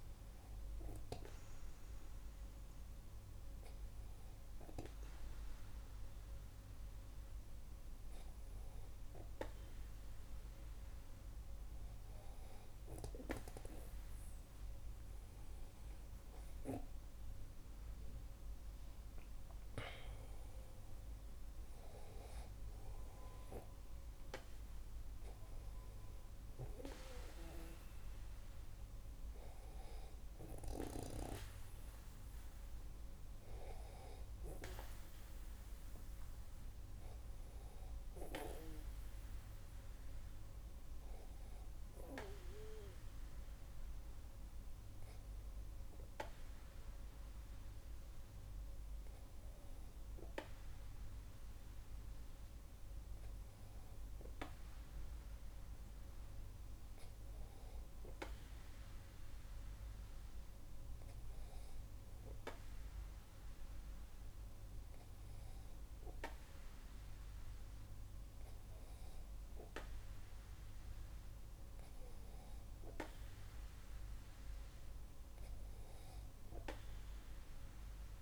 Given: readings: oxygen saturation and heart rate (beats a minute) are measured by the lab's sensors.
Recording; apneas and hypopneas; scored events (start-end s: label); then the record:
breathing in sleep by a room microphone; none
17.00-20.00 s: arousal
From the record:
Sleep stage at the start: N2 (light sleep); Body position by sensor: on the back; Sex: male